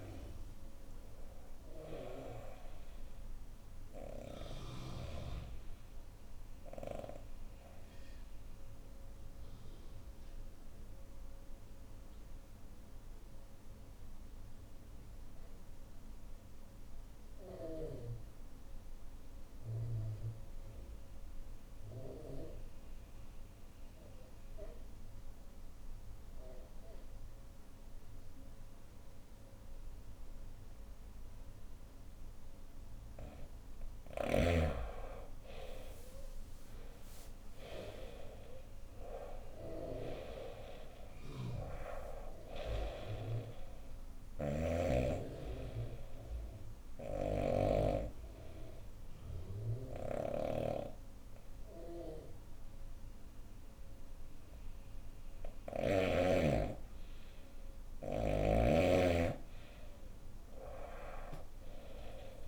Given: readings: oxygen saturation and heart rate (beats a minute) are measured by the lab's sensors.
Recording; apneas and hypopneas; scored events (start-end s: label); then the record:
breathing in sleep by a room microphone; 2
3.50-7.50 s: oxygen desaturation (device-marked, oxygen 98% before, 93% lowest, heart rate 68 before, 59 extreme)
5.50-31.50 s: obstructive apnea (oxygen 99% before, 89% lowest, heart rate 70 before, 59 extreme, up 9 after)
8.50-10.50 s: bradycardia (device-marked, heart rate 74 before, 63 extreme)
9.50-17.50 s: oxygen desaturation (device-marked, oxygen 97% before, 93% lowest, heart rate 71 before, 61 extreme)
27.50-52.50 s: oxygen desaturation (device-marked, oxygen 99% before, 89% lowest, heart rate 64 before, 65 extreme)
34.00-38.50 s: arousal
43.50-55.50 s: snoring (device-marked)
45.50-55.50 s: obstructive apnea (oxygen 99% before, 89% lowest, heart rate 72 before, 65 extreme, up 9 after)
60.00-62.48 s: arousal
From the record:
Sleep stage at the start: N2 (light sleep); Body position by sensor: on the right side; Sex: female